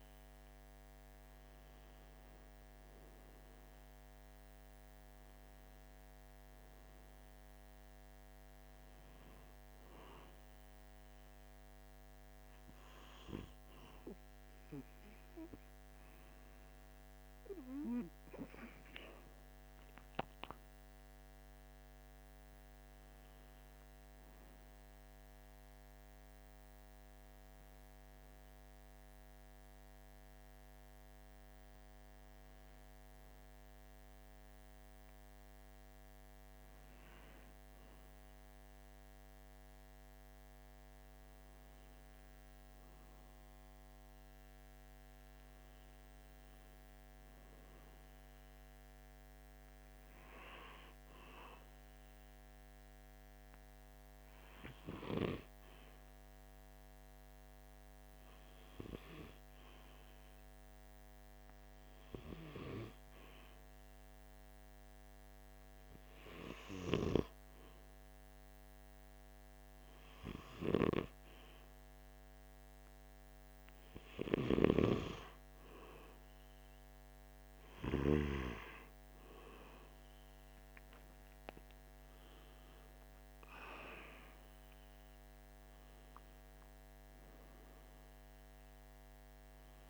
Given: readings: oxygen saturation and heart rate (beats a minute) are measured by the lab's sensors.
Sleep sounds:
breathing in sleep by a microphone on the trachea; 1
41.00-44.50 s: arousal
53.00-73.50 s: hypopnea (oxygen 97% before, 94% lowest, heart rate 47 before, 45 extreme, up 4 after)
76.50-81.00 s: arousal
From the record:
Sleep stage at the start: N2 (light sleep); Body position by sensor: on the right side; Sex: male

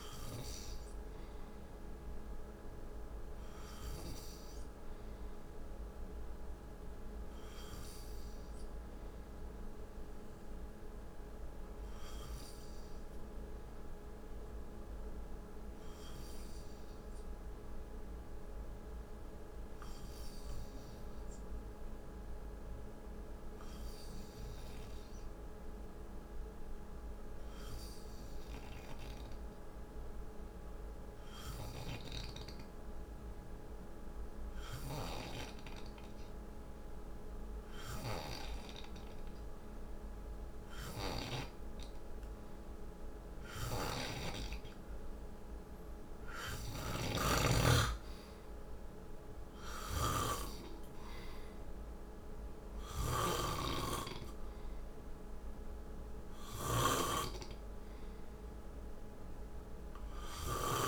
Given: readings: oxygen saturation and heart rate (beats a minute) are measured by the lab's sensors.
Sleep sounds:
breathing in sleep by a room microphone; 1
9.00-42.00 s: hypopnea (oxygen 94% before, 89% lowest, heart rate 59 before, 56 extreme, up 4 after)
27.50-59.50 s: oxygen desaturation (device-marked, oxygen 96% before, 89% lowest, heart rate 59 before, 54 extreme)
44.00-49.00 s: arousal
46.00-60.87 s: snoring (device-marked)
From the record:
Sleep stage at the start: N2 (light sleep); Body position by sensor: on the right side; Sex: male

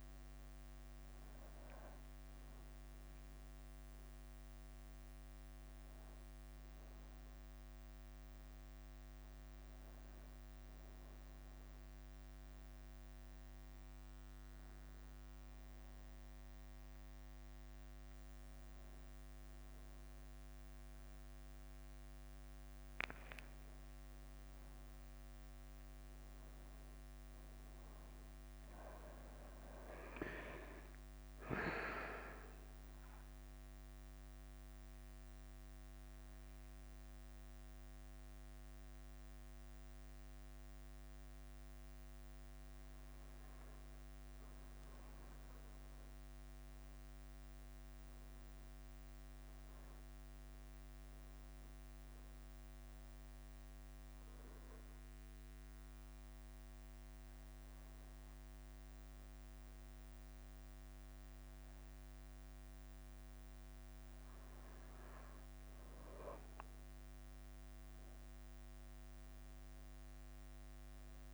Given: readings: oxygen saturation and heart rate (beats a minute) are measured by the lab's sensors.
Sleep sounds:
breathing in sleep, hard to hear, by a microphone on the trachea; 2
0.00-66.50 s: bradycardia (device-marked, heart rate 51 extreme)
5.00-8.50 s: arousal
11.00-21.50 s: hypopnea (oxygen 97% before, 94% lowest, heart rate 56 before, 55 extreme, up 0 after)
24.00-27.50 s: arousal
49.50-63.50 s: obstructive apnea (oxygen 96% before, 95% lowest, heart rate 56 before, 52 extreme, up 7 after)
68.50-71.33 s: arousal
From the record:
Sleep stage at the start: N1 (lightest sleep); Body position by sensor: on the back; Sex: male

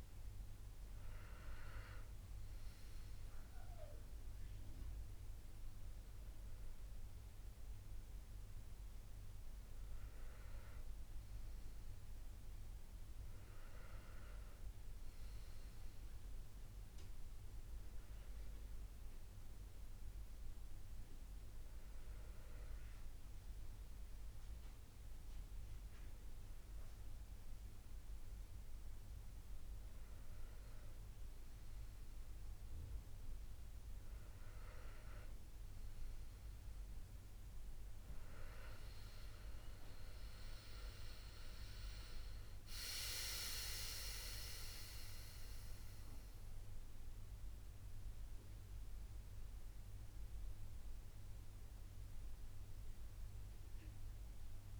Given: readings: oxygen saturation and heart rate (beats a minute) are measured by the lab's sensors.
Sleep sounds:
breathing in sleep by a room microphone; none
39.50-43.50 s: arousal
From the record:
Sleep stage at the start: N1 (lightest sleep); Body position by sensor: on the back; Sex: male

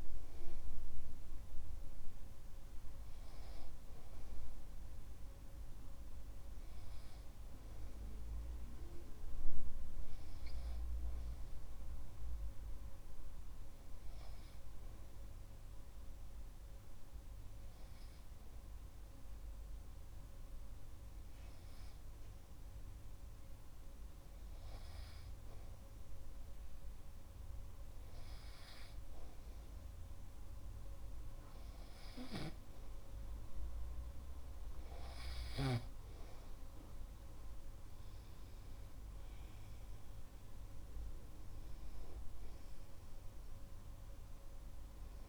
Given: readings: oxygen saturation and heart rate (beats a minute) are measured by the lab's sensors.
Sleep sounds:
breathing in sleep by a room microphone; 1
9.00-35.00 s: hypopnea (oxygen 97% before, 96% lowest)
39.00-42.50 s: arousal
From the record:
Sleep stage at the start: N2 (light sleep); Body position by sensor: on the back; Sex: male

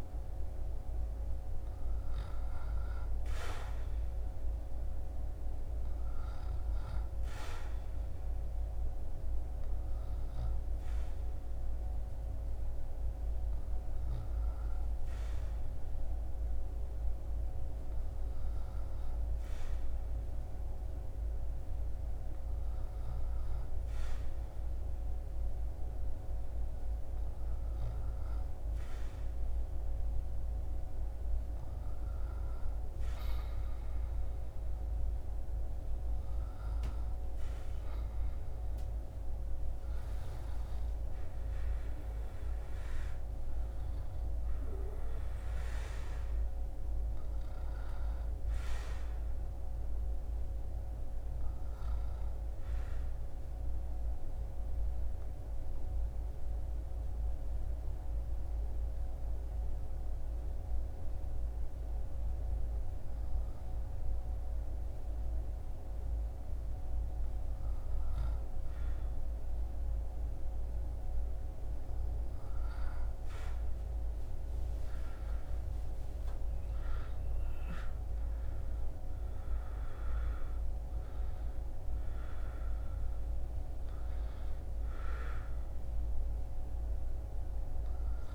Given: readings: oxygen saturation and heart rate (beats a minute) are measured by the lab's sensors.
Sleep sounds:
breathing in sleep, hard to hear, by a room microphone; 1
0.00-2.00 s: arousal
47.00-50.50 s: arousal
53.50-66.50 s: obstructive apnea (oxygen 97% before, 96% lowest, heart rate 77 before, 65 extreme, up 6 after)
69.50-74.00 s: arousal
From the record:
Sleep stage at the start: N2 (light sleep); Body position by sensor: on the back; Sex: male

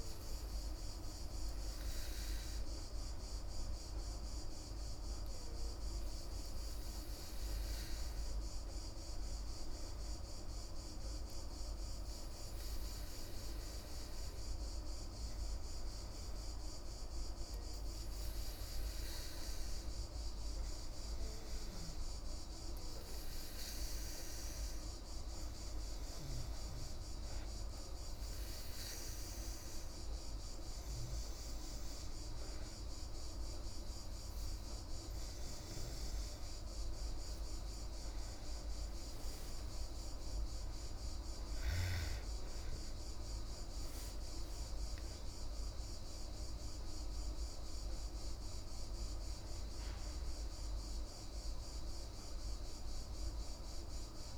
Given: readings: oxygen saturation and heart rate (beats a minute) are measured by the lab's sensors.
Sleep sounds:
breathing in sleep, hard to hear, by a room microphone; 1
3.50-8.00 s: arousal
15.50-35.00 s: hypopnea (oxygen 97% before, 94% lowest, heart rate 41 before, 27 extreme, up 14 after)
38.50-44.00 s: arousal
From the record:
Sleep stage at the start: N2 (light sleep); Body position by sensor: on the back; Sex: female

